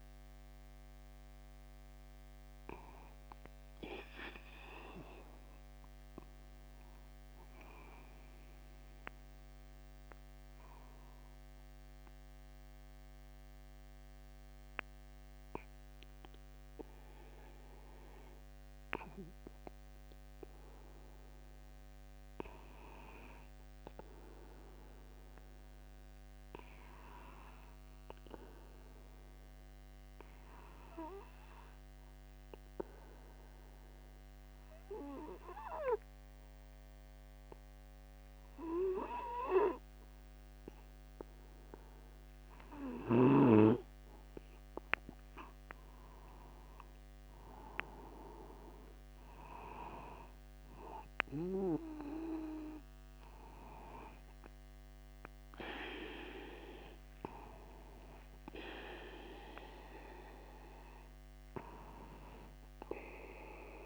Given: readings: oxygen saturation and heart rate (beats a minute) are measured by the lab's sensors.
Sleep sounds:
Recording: breathing in sleep by a microphone on the trachea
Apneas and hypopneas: 1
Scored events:
0.50-2.50 s: long interval between heartbeats (device-marked, heart rate 50 before, 59 extreme)
24.00-26.00 s: long interval between heartbeats (device-marked, heart rate 52 before, 59 extreme)
24.00-43.50 s: obstructive apnea (oxygen 97% before, 94% lowest, heart rate 52 before, 51 extreme, up 12 after)
45.50-49.00 s: arousal
48.50-50.50 s: long interval between heartbeats (device-marked, heart rate 52 before, 59 extreme)
52.00-54.00 s: long interval between heartbeats (device-marked, heart rate 53 before, 68 extreme)
55.50-57.50 s: long interval between heartbeats (device-marked, heart rate 56 before, 76 extreme)
58.00-60.00 s: long interval between heartbeats (device-marked, heart rate 60 before, 76 extreme)
From the record:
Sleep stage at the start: N2 (light sleep)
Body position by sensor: upright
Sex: male

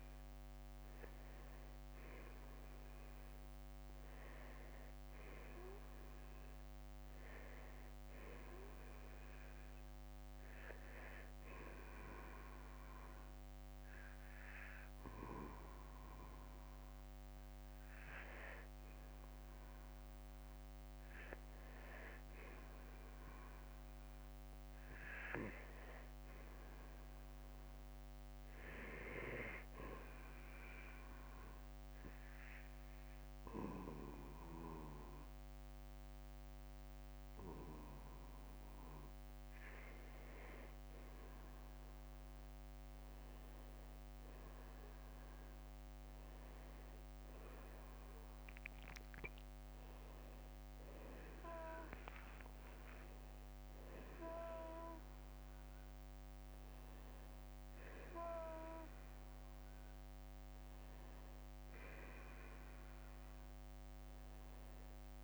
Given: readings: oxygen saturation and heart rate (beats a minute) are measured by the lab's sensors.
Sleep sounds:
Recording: breathing in sleep by a microphone on the trachea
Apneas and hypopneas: 1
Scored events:
0.00-2.00 s: arousal
4.00-23.00 s: oxygen desaturation (device-marked, oxygen 95% before, 90% lowest, heart rate 55 before, 49 extreme)
22.50-26.00 s: arousal
29.50-39.50 s: obstructive apnea (oxygen 95% before, 89% lowest, heart rate 58 before, 47 extreme, up 1 after)
45.50-51.00 s: arousal
51.50-53.50 s: long interval between heartbeats (device-marked, heart rate 58 before, 69 extreme)
63.00-65.00 s: long interval between heartbeats (device-marked, heart rate 60 before, 66 extreme)
From the record:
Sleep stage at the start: N2 (light sleep)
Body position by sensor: on the back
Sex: male

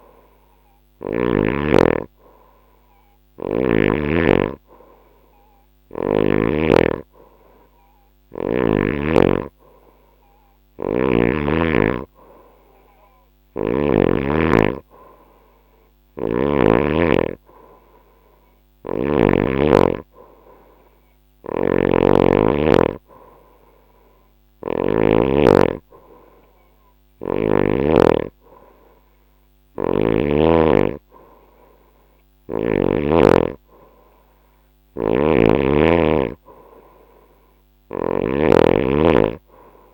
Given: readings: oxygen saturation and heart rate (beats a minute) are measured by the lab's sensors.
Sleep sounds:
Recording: breathing in sleep by a microphone on the trachea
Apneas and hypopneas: none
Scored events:
12.50-16.00 s: snoring (device-marked)
20.50-24.50 s: snoring (device-marked)
34.00-39.94 s: snoring (device-marked)
From the record:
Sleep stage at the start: N2 (light sleep)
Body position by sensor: on the right side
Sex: female

